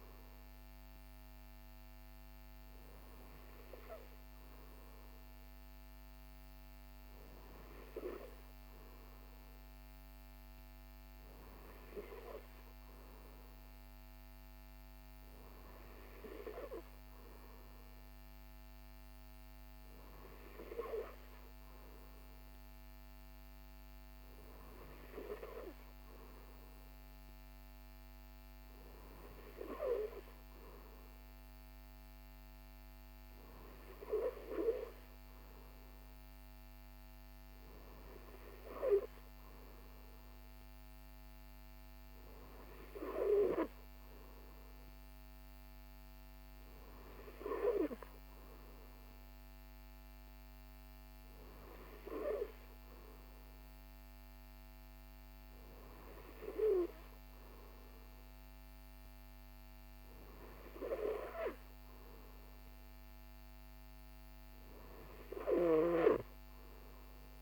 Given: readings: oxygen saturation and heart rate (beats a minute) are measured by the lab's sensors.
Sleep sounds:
breathing in sleep by a microphone on the trachea; none
none scored
From the record:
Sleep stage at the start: N2 (light sleep); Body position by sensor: on the right side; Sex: male

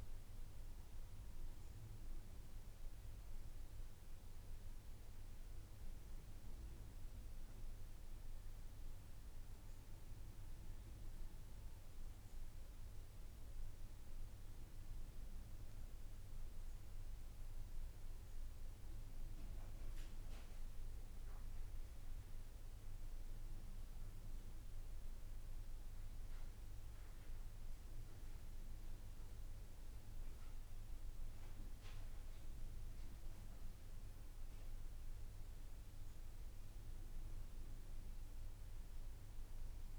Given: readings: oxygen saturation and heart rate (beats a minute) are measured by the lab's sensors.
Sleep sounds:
breathing in sleep, hard to hear, by a room microphone; 1
6.50-17.50 s: obstructive apnea (oxygen 96% before, 94% lowest, heart rate 62 before, 54 extreme, up 6 after)
28.00-39.99 s: oxygen desaturation (device-marked, oxygen 98% before, 94% lowest, heart rate 58 before, 54 extreme)
From the record:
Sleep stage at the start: N2 (light sleep); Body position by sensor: on the back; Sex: male

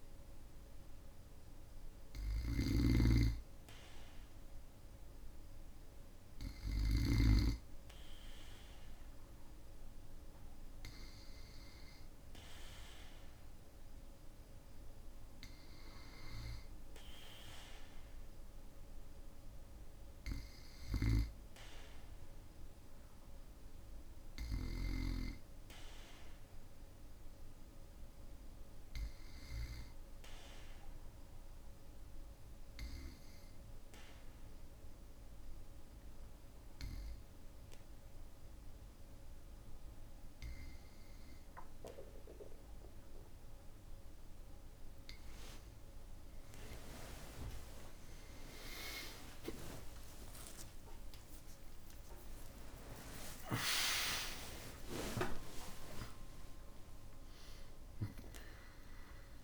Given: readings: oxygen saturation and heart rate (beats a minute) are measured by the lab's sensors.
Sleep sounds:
breathing in sleep by a room microphone; 1
2.00-7.00 s: snoring (device-marked)
33.50-44.50 s: obstructive apnea (oxygen 96% before, 94% lowest, heart rate 55 before, 54 extreme, up 38 after)
45.00-51.00 s: arousal
From the record:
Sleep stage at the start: N2 (light sleep); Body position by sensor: on the back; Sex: male

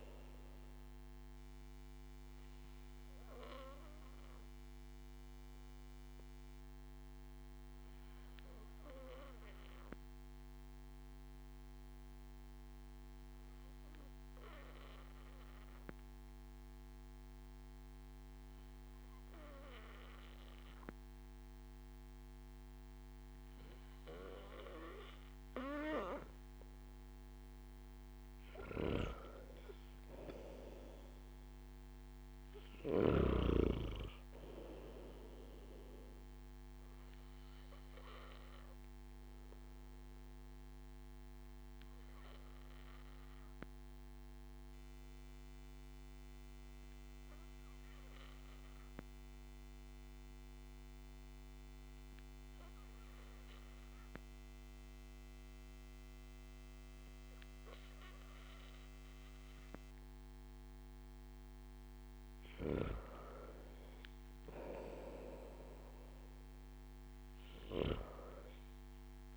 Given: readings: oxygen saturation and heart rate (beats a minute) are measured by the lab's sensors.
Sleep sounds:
breathing in sleep by a microphone on the trachea; 2
0.00-15.00 s: oxygen desaturation (device-marked, oxygen 93% lowest)
2.00-27.00 s: obstructive apnea (oxygen 97% before, 92% lowest)
28.00-54.00 s: oxygen desaturation (device-marked, oxygen 97% before, 93% lowest)
29.50-33.00 s: arousal
39.00-62.00 s: obstructive apnea (oxygen 97% before, 92% lowest)
64.00-66.50 s: arousal
66.00-69.37 s: oxygen desaturation (device-marked, oxygen 96% before, 92% lowest)
From the record:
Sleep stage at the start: N2 (light sleep); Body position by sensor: on the back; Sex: male

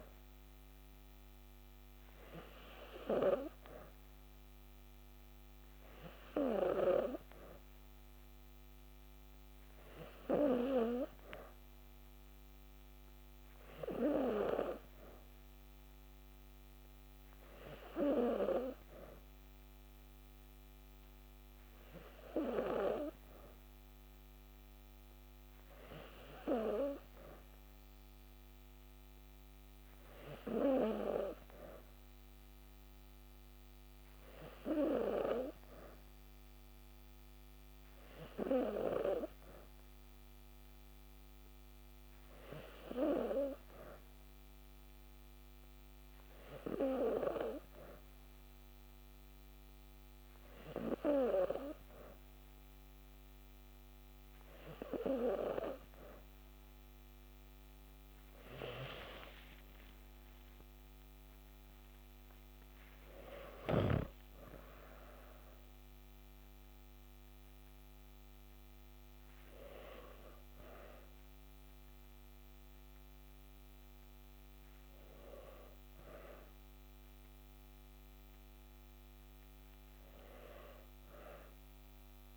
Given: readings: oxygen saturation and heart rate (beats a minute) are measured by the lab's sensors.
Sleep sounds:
breathing in sleep by a microphone on the trachea; none
59.50-64.50 s: arousal
From the record:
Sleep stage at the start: N2 (light sleep); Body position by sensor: on the back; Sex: female

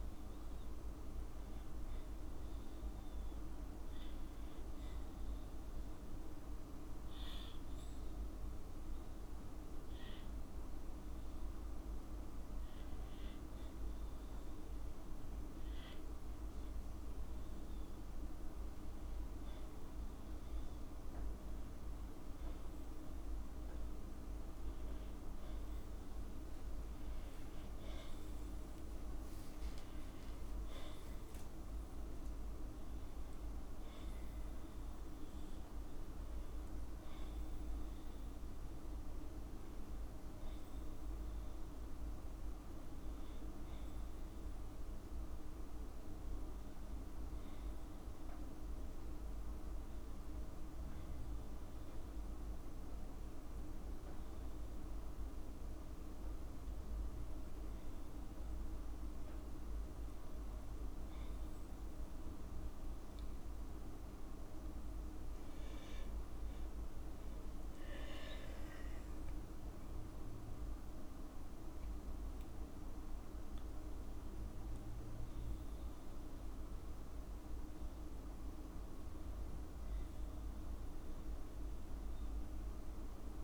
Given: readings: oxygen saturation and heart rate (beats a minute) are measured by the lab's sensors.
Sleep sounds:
breathing in sleep, hard to hear, by a room microphone; 1
27.00-29.00 s: long interval between heartbeats (device-marked, heart rate 57 before, 64 extreme)
29.50-33.50 s: arousal
40.00-54.50 s: obstructive apnea (oxygen 96% before, 95% lowest, heart rate 62 before, 55 extreme, up 0 after)
64.00-68.50 s: arousal
69.00-71.00 s: long interval between heartbeats (device-marked, heart rate 56 before, 69 extreme)
From the record:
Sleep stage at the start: N2 (light sleep); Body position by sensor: on the back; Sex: female

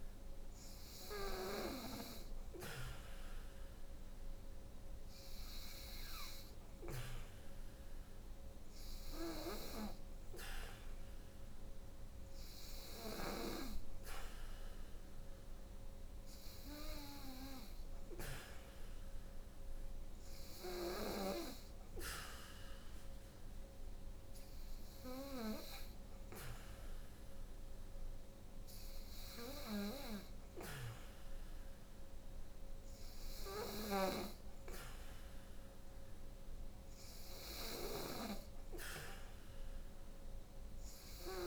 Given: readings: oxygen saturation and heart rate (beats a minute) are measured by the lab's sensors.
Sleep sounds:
breathing in sleep by a room microphone; none
none scored
From the record:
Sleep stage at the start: N3 (deep sleep); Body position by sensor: on the back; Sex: female

